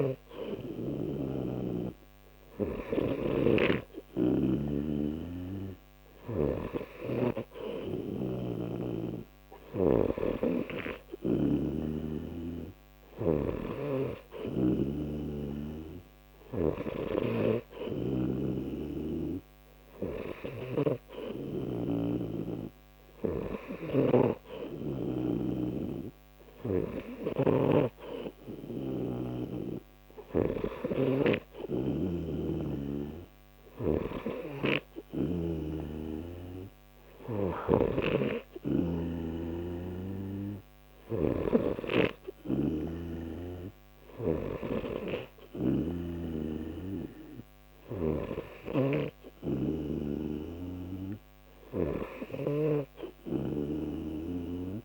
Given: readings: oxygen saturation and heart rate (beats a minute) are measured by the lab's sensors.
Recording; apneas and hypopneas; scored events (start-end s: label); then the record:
breathing in sleep by a microphone on the trachea; none
0.00-13.50 s: snoring (device-marked)
20.50-54.85 s: snoring (device-marked)
From the record:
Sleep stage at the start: N2 (light sleep); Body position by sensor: on the right side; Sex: male